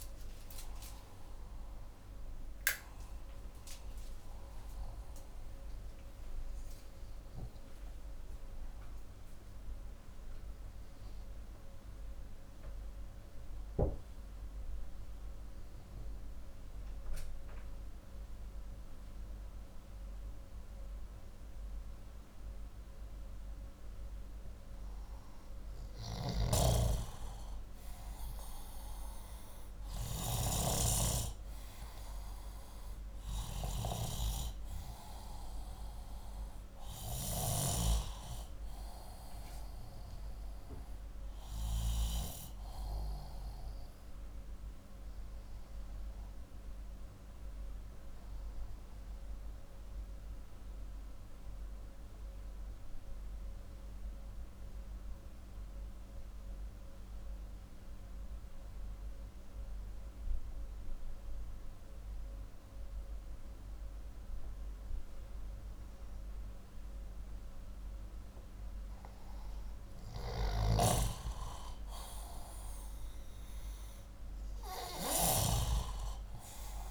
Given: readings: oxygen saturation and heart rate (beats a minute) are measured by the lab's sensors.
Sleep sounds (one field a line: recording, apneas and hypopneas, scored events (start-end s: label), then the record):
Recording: breathing in sleep by a room microphone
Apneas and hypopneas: 2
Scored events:
8.00-24.00 s: obstructive apnea (oxygen 97% before, 93% lowest, heart rate 61 before, 61 extreme, up 4 after)
25.50-29.50 s: arousal
38.00-76.91 s: new sleep stage, N2 (light sleep)
46.50-67.00 s: obstructive apnea (oxygen 96% before, 93% lowest, heart rate 64 before, 60 extreme, up 3 after)
69.00-73.00 s: arousal
From the record:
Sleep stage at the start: N1 (lightest sleep)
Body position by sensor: upright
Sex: male